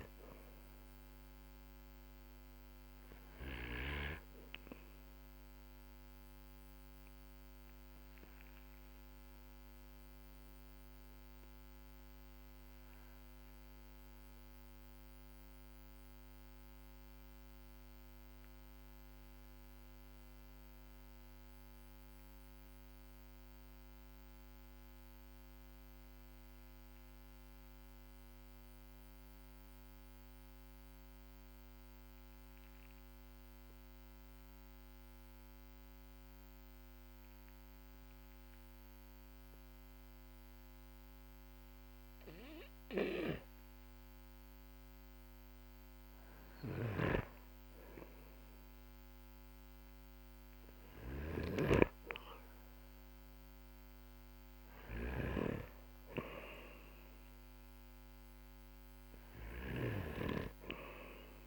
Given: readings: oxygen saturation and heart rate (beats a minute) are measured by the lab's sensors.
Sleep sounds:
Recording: breathing in sleep by a microphone on the trachea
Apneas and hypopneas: 1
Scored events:
7.50-44.50 s: obstructive apnea (oxygen 98% before, 92% lowest, heart rate 50 before, 45 extreme, up 2 after)
46.00-51.00 s: snoring (device-marked)
47.00-51.00 s: arousal
59.00-61.46 s: snoring (device-marked)
From the record:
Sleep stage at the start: N2 (light sleep)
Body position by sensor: on the back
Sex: male

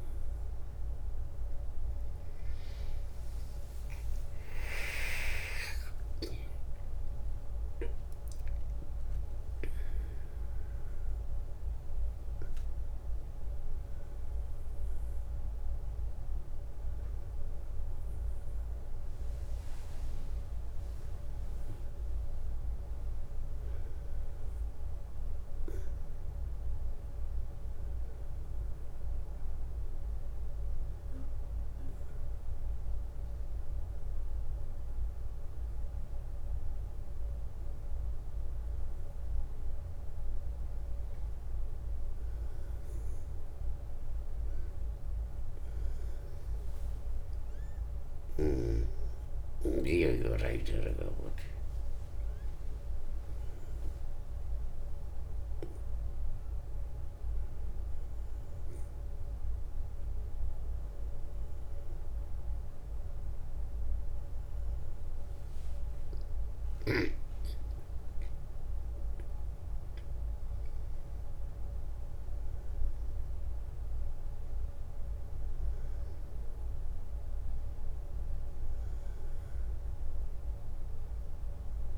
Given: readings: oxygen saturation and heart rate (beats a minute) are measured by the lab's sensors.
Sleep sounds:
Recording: a person partly awake in a sleep study, by a room microphone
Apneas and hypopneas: 1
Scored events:
0.00-9.50 s: oxygen desaturation (device-marked, oxygen 92% lowest, heart rate 63 extreme)
8.50-38.50 s: new sleep stage, N1 (lightest sleep)
27.00-37.50 s: obstructive apnea (oxygen 97% before, 93% lowest, heart rate 74 before, 61 extreme, up 1 after)
38.50-68.50 s: new sleep stage, awake
45.50-61.50 s: oxygen desaturation (device-marked, oxygen 96% before, 93% lowest, heart rate 64 before, 65 extreme)
68.50-81.98 s: new sleep stage, N1 (lightest sleep)
From the record:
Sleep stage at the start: awake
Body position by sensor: on the back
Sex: male

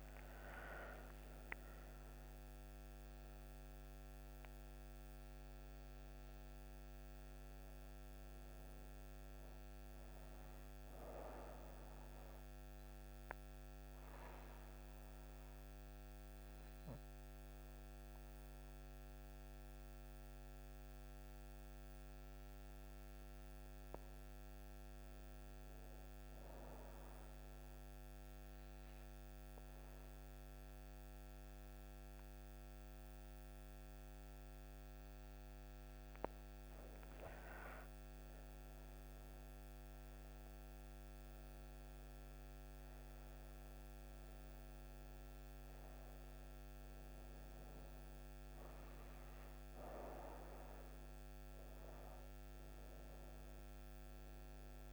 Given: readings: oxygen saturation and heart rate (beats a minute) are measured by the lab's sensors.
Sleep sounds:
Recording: breathing in sleep, hard to hear, by a microphone on the trachea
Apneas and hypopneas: 1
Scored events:
11.50-35.50 s: obstructive apnea (oxygen 98% before, 92% lowest)
36.50-41.50 s: arousal
38.00-54.93 s: oxygen desaturation (device-marked, oxygen 99% before, 94% lowest)
From the record:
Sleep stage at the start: N2 (light sleep)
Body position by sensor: on the right side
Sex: female

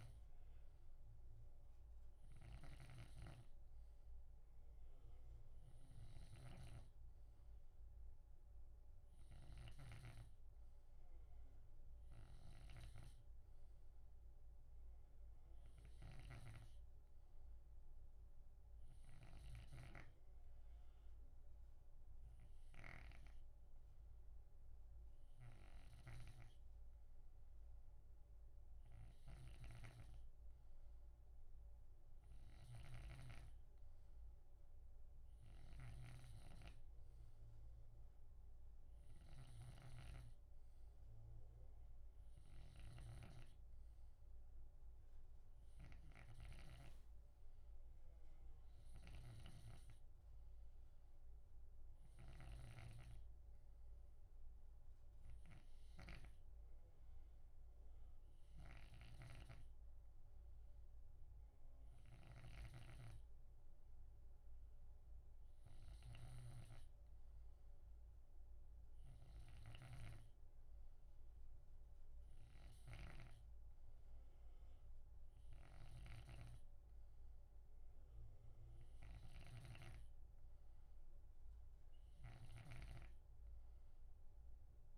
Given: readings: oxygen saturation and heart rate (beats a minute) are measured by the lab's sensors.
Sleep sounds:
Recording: breathing in sleep by a room microphone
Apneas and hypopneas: none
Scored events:
0.00-23.50 s: snoring (device-marked)
25.50-56.50 s: snoring (device-marked)
58.50-84.98 s: snoring (device-marked)
From the record:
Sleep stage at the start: N2 (light sleep)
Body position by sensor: on the left side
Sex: male

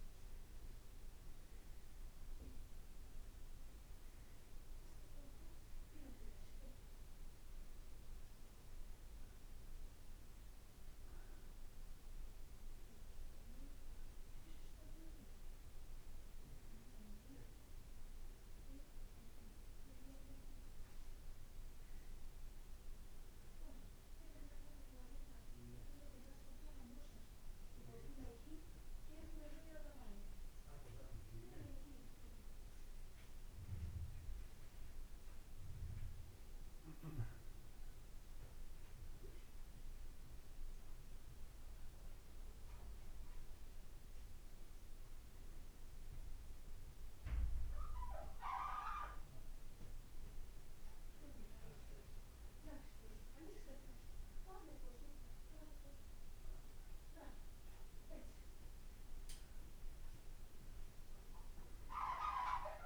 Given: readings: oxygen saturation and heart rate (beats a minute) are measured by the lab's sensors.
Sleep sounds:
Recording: breathing in sleep by a room microphone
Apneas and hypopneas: none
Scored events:
25.50-27.50 s: long interval between heartbeats (device-marked, heart rate 57 before, 60 extreme)
25.50-36.50 s: drop in pulse transit time (device-marked, heart rate 57 before, 56 extreme)
From the record:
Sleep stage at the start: N2 (light sleep)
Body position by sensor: on the back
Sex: male

